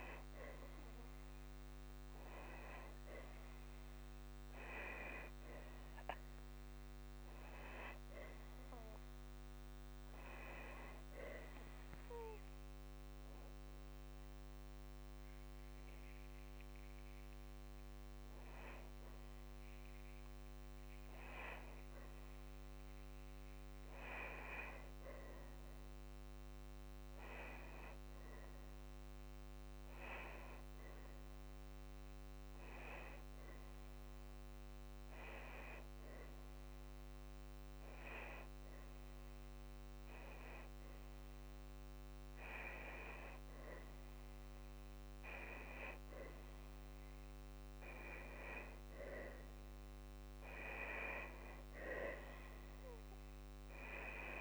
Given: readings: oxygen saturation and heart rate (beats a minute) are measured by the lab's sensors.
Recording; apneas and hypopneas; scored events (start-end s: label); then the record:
a person awake in a sleep study, by a microphone on the trachea; none
5.00-7.00 s: long interval between heartbeats (device-marked, heart rate 60 before, 68 extreme)
From the record:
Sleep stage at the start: awake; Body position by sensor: on the back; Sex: female